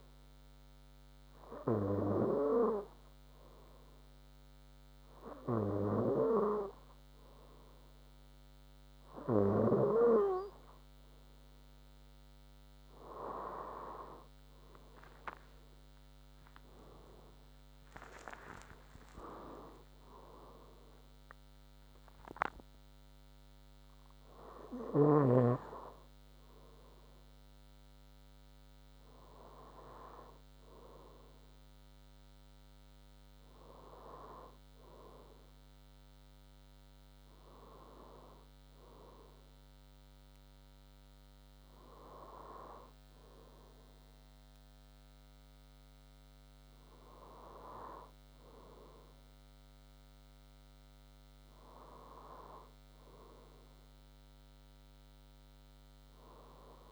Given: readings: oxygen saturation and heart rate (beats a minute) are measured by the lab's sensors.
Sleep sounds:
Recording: breathing in sleep by a microphone on the trachea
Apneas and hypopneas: none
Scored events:
15.00-19.50 s: arousal
15.50-17.50 s: long interval between heartbeats (device-marked, heart rate 63 before, 70 extreme)
22.50-24.50 s: long interval between heartbeats (device-marked, heart rate 66 before, 75 extreme)
29.00-56.92 s: new sleep stage, N2 (light sleep)
30.00-36.00 s: bradycardia (device-marked, heart rate 63 before, 59 extreme)
52.00-56.92 s: bradycardia (device-marked, heart rate 63 before, 58 extreme)
From the record:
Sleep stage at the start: N3 (deep sleep)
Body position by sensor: on the front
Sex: female

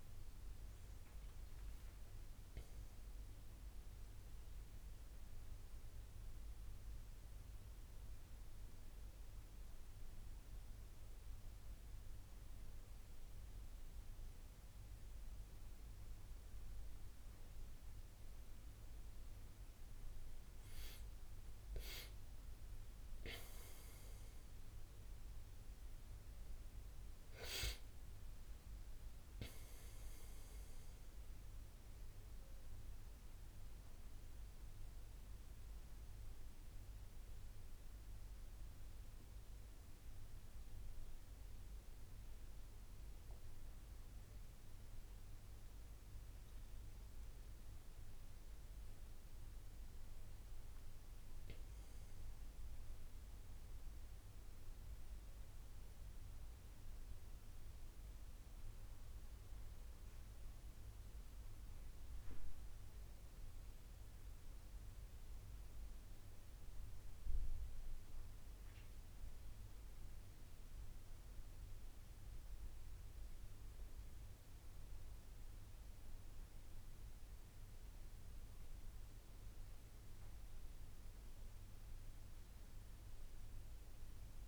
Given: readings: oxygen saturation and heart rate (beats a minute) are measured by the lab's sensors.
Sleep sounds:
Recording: breathing in sleep, hard to hear, by a room microphone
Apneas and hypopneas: none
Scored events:
23.00-27.50 s: arousal
From the record:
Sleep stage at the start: N1 (lightest sleep)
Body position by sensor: on the right side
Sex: male

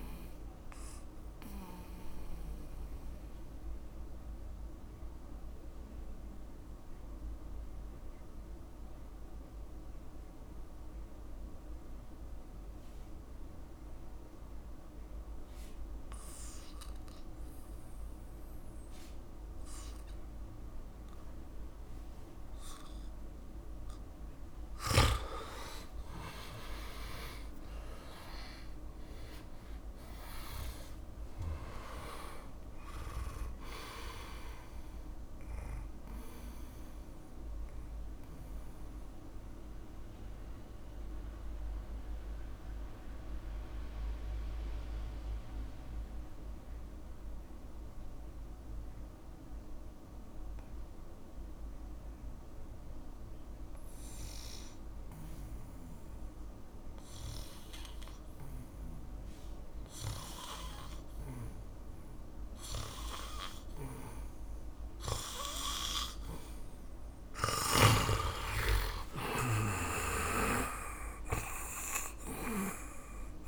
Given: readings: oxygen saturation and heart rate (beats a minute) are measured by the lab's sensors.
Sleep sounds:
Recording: breathing in sleep by a room microphone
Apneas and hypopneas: 2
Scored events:
0.50-25.50 s: mixed apnea (oxygen 100% before, 82% lowest, heart rate 63 before, 61 extreme, up 3 after)
2.00-17.00 s: oxygen desaturation (device-marked, oxygen 95% before, 82% lowest, heart rate 65 before, 61 extreme)
26.50-32.00 s: arousal
33.00-54.00 s: oxygen desaturation (device-marked, oxygen 100% before, 87% lowest, heart rate 64 before, 58 extreme)
36.50-66.50 s: mixed apnea (oxygen 100% before, 86% lowest, heart rate 64 before, 58 extreme, up 12 after)
61.00-73.47 s: oxygen desaturation (device-marked, oxygen 100% before, 91% lowest, heart rate 62 before, 54 extreme)
69.00-73.00 s: arousal
From the record:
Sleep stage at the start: N2 (light sleep)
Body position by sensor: on the back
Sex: male

